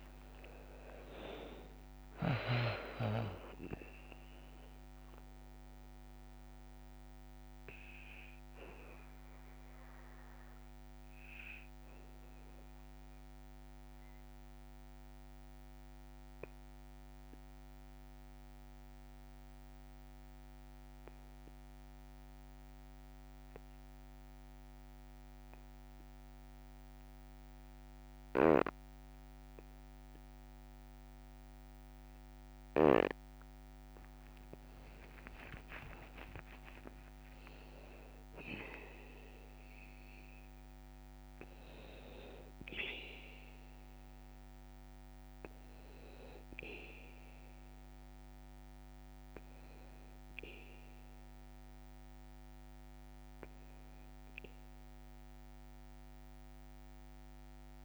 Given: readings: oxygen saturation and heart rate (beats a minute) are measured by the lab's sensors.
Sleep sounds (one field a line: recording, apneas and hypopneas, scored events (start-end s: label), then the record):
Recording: breathing in sleep by a microphone on the trachea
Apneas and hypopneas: 1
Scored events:
0.00-1.50 s: long interval between heartbeats (device-marked, heart rate 78 extreme)
0.00-2.50 s: arousal
9.00-33.50 s: obstructive apnea (oxygen 97% before, 91% lowest, heart rate 66 before, 54 extreme, up 17 after)
34.50-39.50 s: arousal
35.50-37.50 s: long interval between heartbeats (device-marked, heart rate 55 before, 68 extreme)
40.00-57.85 s: oxygen desaturation (device-marked, oxygen 99% before, 91% lowest, heart rate 59 before, 54 extreme)
From the record:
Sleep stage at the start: N2 (light sleep)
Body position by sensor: on the back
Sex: male